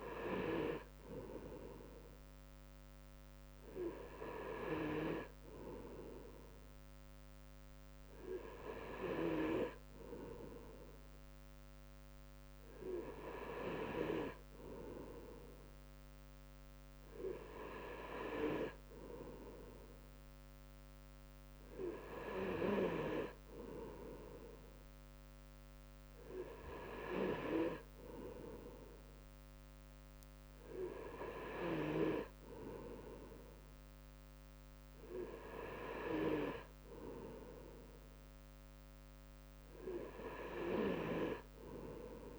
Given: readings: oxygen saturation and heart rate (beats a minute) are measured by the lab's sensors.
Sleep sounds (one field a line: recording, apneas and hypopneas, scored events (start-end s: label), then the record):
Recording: breathing in sleep by a microphone on the trachea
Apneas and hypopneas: none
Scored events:
3.00-42.39 s: new sleep stage, N2 (light sleep)
From the record:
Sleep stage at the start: N3 (deep sleep)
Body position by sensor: on the right side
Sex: male